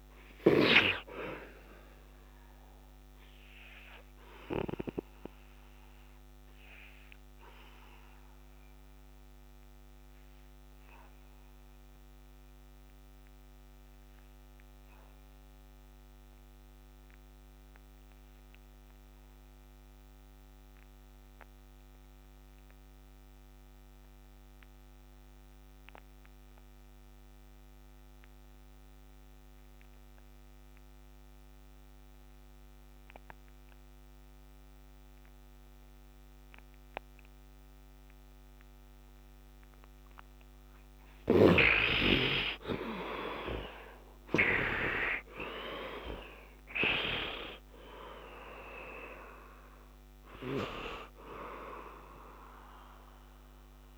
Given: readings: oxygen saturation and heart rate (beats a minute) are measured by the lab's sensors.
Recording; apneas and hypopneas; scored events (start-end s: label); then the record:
breathing in sleep by a microphone on the trachea; 1
0.00-19.50 s: oxygen desaturation (device-marked, oxygen 67% lowest, heart rate 64 extreme)
2.00-40.00 s: obstructive apnea (oxygen 99% before, 62% lowest, heart rate 76 before, 58 extreme, up 17 after)
21.50-53.98 s: oxygen desaturation (device-marked, oxygen 99% before, 62% lowest, heart rate 70 before, 58 extreme)
42.50-46.50 s: arousal
From the record:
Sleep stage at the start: N2 (light sleep); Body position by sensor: on the back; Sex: male